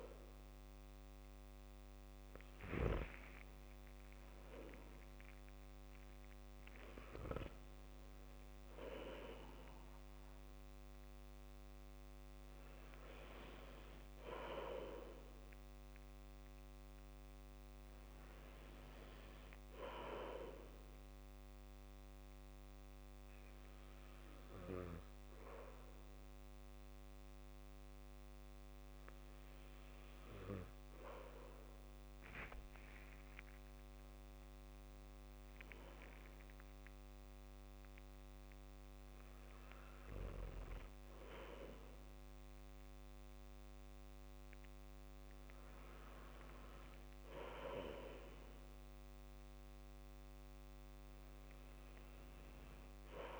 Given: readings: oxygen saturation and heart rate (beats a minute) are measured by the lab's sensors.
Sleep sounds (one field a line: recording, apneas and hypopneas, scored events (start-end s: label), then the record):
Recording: breathing in sleep by a microphone on the trachea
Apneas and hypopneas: 1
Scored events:
3.00-7.00 s: arousal
3.00-23.00 s: oxygen desaturation (device-marked, oxygen 95% before, 91% lowest, heart rate 66 before, 56 extreme)
21.00-33.50 s: hypopnea (oxygen 95% before, 92% lowest, heart rate 64 before, 59 extreme, up 5 after)
34.50-38.50 s: arousal
From the record:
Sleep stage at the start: N2 (light sleep)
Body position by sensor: on the back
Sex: male